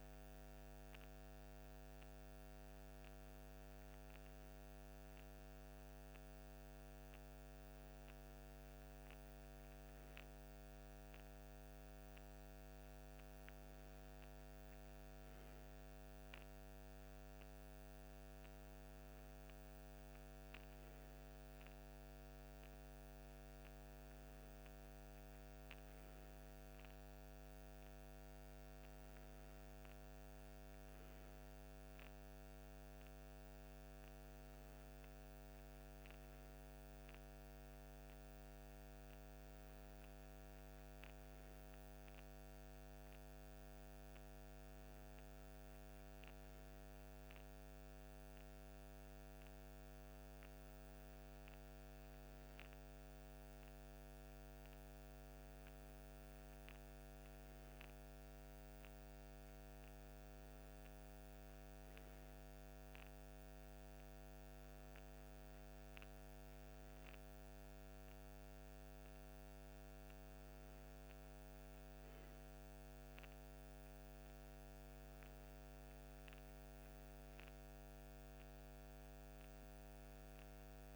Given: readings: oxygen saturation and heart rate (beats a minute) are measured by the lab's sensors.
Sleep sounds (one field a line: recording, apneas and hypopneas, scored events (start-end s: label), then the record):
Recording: breathing in sleep, hard to hear, by a microphone on the trachea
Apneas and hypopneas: none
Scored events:
none scored
From the record:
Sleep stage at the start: N3 (deep sleep)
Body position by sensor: on the left side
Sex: male